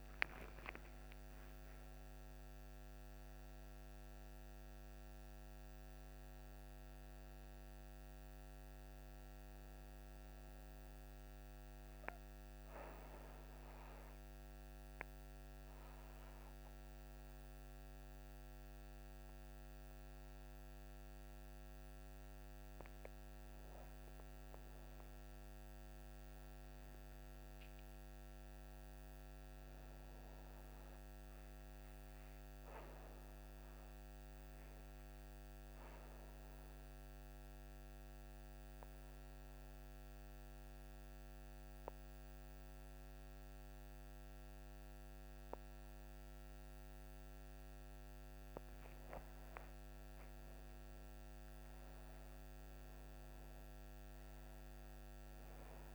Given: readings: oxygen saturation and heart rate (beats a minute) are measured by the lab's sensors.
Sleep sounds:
breathing in sleep, hard to hear, by a microphone on the trachea; 2
0.00-4.00 s: oxygen desaturation (device-marked, oxygen 93% lowest)
10.00-22.00 s: obstructive apnea (oxygen 98% before, 91% lowest)
23.50-27.50 s: arousal
30.50-47.50 s: obstructive apnea (oxygen 99% before, 91% lowest)
49.00-54.00 s: arousal
51.00-55.95 s: oxygen desaturation (device-marked, oxygen 97% before, 91% lowest)
From the record:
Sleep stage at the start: N2 (light sleep); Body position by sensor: on the right side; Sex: female

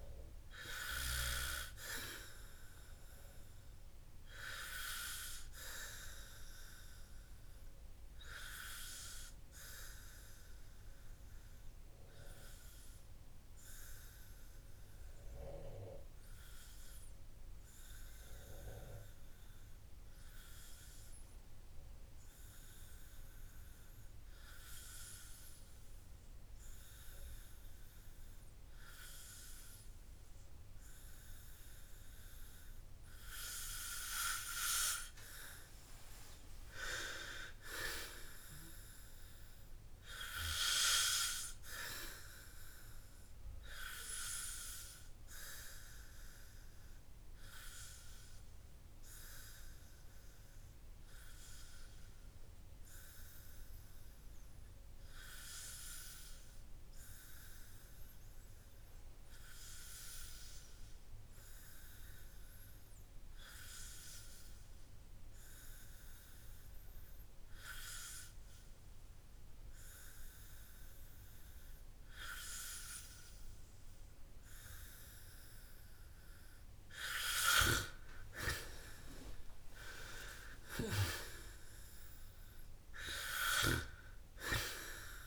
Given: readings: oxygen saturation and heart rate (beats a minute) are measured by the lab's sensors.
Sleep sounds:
breathing in sleep by a room microphone; 2
10.50-31.00 s: hypopnea (oxygen 97% before, 94% lowest, heart rate 65 before, 52 extreme, up 18 after)
37.00-40.00 s: arousal
49.50-72.50 s: hypopnea (oxygen 99% before, 93% lowest, heart rate 71 before, 50 extreme, up 12 after)
77.50-81.00 s: arousal
From the record:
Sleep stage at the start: N2 (light sleep); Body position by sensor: on the back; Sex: male

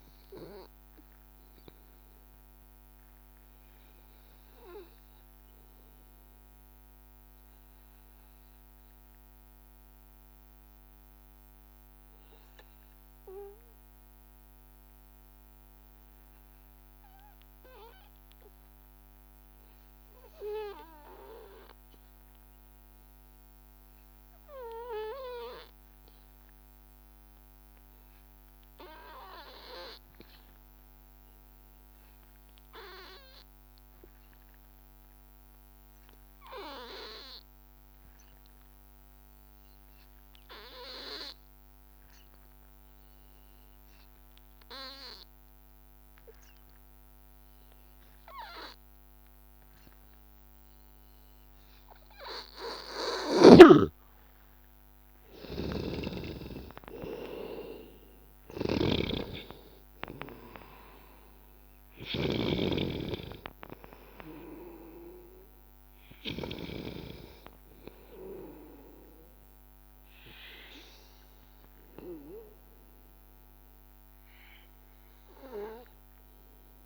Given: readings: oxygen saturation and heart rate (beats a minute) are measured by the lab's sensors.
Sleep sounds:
breathing in sleep by a microphone on the trachea; 1
0.00-16.50 s: oxygen desaturation (device-marked, oxygen 93% lowest, heart rate 82 extreme)
1.00-51.00 s: hypopnea (oxygen 98% before, 89% lowest, heart rate 85 before, 82 extreme, up 2 after)
36.50-76.86 s: oxygen desaturation (device-marked, oxygen 99% before, 89% lowest, heart rate 83 before, 82 extreme)
53.50-58.00 s: arousal
64.50-66.50 s: long interval between heartbeats (device-marked, heart rate 85 before, 87 extreme)
From the record:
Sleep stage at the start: REM sleep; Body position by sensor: on the back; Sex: male

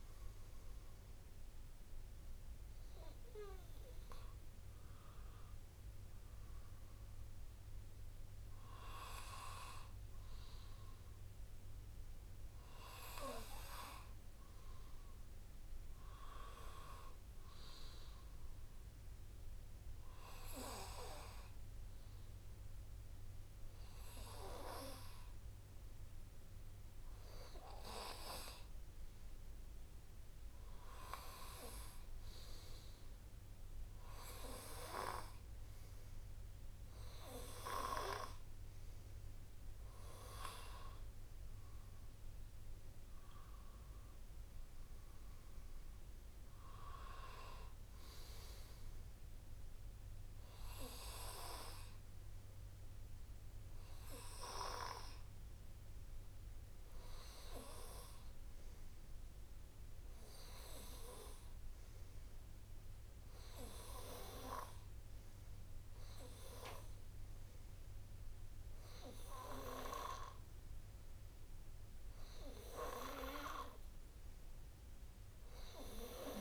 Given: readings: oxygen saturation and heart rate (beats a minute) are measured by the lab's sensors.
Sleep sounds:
breathing in sleep by a room microphone; none
1.00-3.00 s: long interval between heartbeats (device-marked, heart rate 54 before, 38 extreme)
8.00-10.00 s: long interval between heartbeats (device-marked, heart rate 49 before, 53 extreme)
12.00-14.00 s: long interval between heartbeats (device-marked, heart rate 47 before, 49 extreme)
From the record:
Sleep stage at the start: N2 (light sleep); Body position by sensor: on the right side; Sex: male

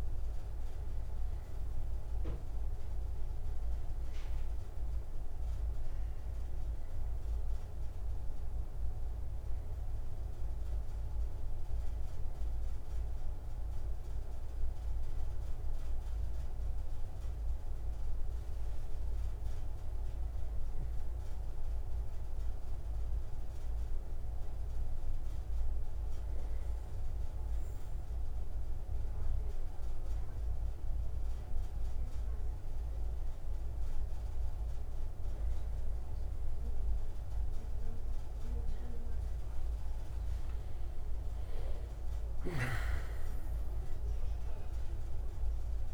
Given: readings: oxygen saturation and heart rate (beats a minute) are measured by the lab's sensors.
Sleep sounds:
breathing in sleep, hard to hear, by a room microphone; none
43.00-45.94 s: arousal
From the record:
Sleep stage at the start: N2 (light sleep); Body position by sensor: on the right side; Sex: male

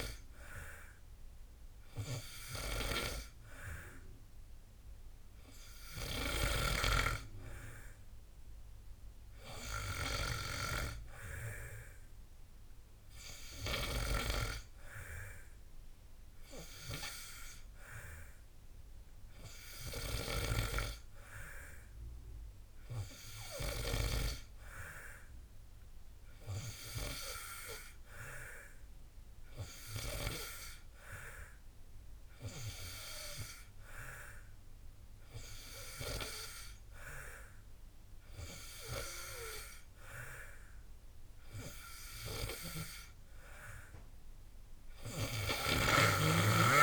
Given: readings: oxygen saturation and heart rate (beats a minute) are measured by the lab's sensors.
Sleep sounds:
breathing in sleep by a room microphone; none
0.00-5.50 s: oxygen desaturation (device-marked, oxygen 88% lowest, heart rate 57 extreme)
From the record:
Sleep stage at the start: N2 (light sleep); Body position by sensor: on the back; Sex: male

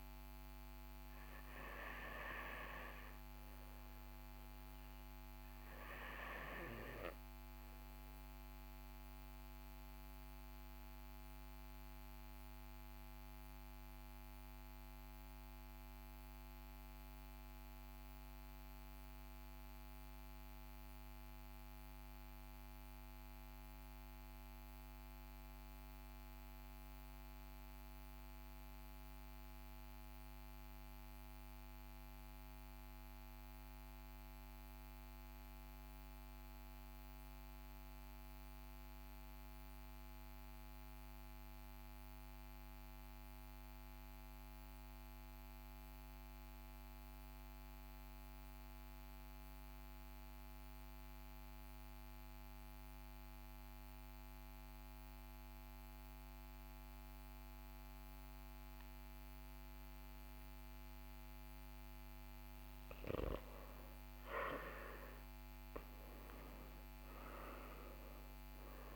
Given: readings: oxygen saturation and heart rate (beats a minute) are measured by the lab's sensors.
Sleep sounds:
breathing in sleep by a microphone on the trachea; 1
3.50-62.00 s: obstructive apnea (oxygen 97% before, 81% lowest, heart rate 44 before, 41 extreme, up 10 after)
39.00-68.96 s: oxygen desaturation (device-marked, oxygen 96% before, 81% lowest, heart rate 41 before, 42 extreme)
63.50-67.50 s: arousal
66.00-68.96 s: new sleep stage, N1 (lightest sleep)
From the record:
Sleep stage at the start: REM sleep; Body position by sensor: on the right side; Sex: male

